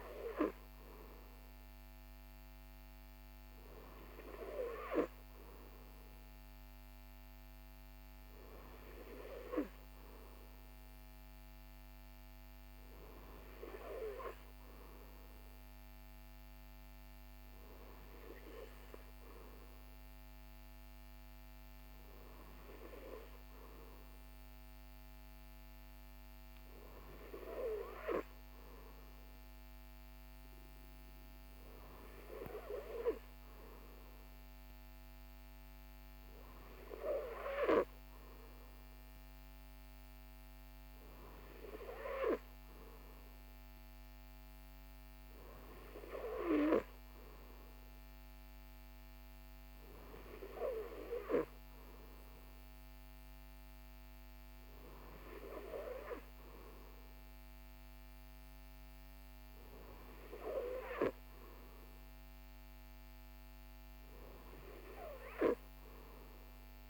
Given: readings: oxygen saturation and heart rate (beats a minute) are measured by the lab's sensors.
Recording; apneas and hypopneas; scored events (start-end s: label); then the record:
breathing in sleep by a microphone on the trachea; none
none scored
From the record:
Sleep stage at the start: N3 (deep sleep); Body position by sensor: on the right side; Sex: male